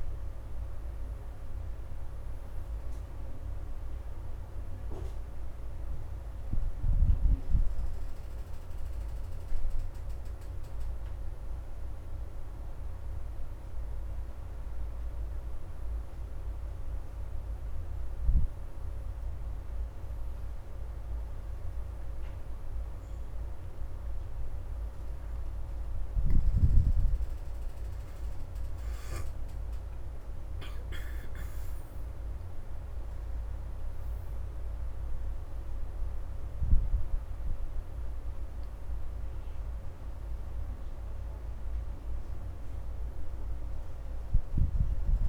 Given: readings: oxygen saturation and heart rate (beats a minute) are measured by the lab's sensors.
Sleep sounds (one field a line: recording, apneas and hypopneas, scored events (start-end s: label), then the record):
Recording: breathing in sleep, hard to hear, by a room microphone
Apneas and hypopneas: none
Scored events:
8.50-18.50 s: oxygen desaturation (device-marked, oxygen 85% before, 80% lowest, heart rate 84 before, 82 extreme)
27.00-32.00 s: arousal
From the record:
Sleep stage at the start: N1 (lightest sleep)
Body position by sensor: on the back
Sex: female